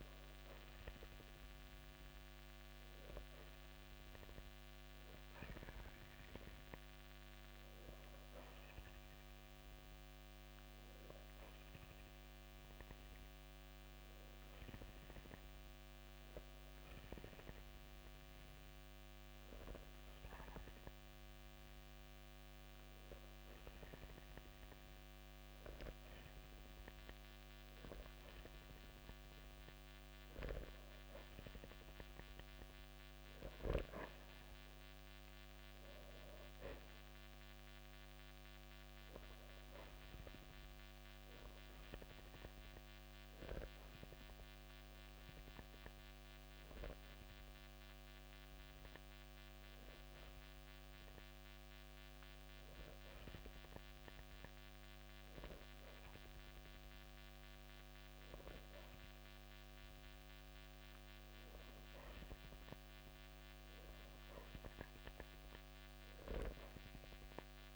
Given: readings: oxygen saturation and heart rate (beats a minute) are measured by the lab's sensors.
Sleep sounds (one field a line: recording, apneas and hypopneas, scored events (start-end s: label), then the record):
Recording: breathing in sleep by a microphone on the trachea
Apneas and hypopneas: 2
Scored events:
6.00-26.50 s: obstructive apnea (oxygen 94% before, 91% lowest, heart rate 90 before, 55 extreme, up 36 after)
31.00-35.00 s: arousal
40.50-51.50 s: hypopnea (oxygen 94% before, 91% lowest, heart rate 81 before, 54 extreme, up 19 after)
53.50-56.50 s: arousal
From the record:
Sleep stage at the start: N2 (light sleep)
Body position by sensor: on the back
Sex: male